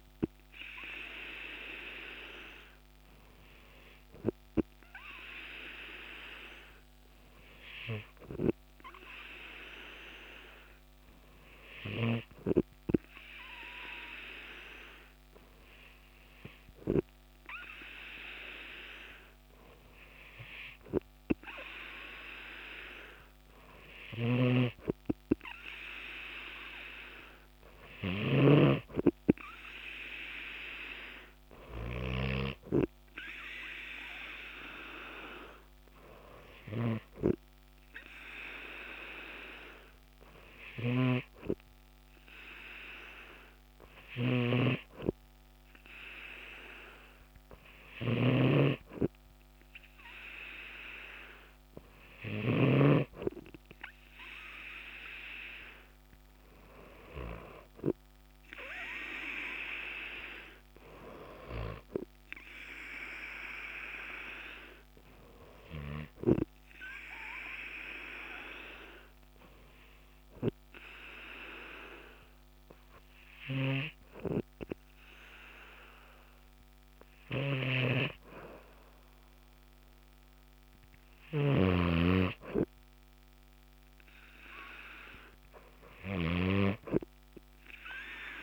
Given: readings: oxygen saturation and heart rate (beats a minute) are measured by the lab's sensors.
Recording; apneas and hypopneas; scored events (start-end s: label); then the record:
breathing in sleep by a microphone on the trachea; 1
24.50-29.00 s: snoring (device-marked)
29.00-47.00 s: oxygen desaturation (device-marked, oxygen 96% before, 93% lowest, heart rate 55 before, 54 extreme)
44.50-53.00 s: snoring (device-marked)
67.00-79.50 s: obstructive apnea (oxygen 95% before, 94% lowest, heart rate 57 before, 48 extreme, up 1 after)
From the record:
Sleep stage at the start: N2 (light sleep); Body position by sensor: on the back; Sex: male